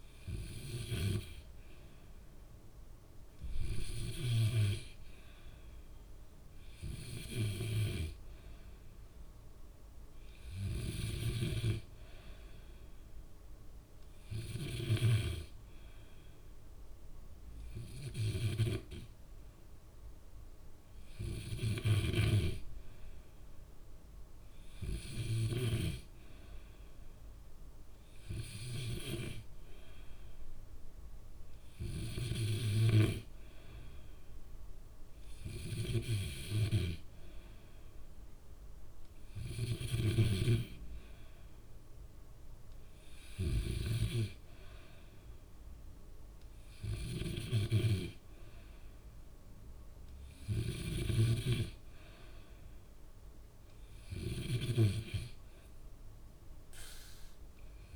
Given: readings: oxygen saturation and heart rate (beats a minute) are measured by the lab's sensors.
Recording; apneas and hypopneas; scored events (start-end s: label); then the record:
breathing in sleep by a room microphone; none
none scored
From the record:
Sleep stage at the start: N2 (light sleep); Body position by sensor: on the back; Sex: male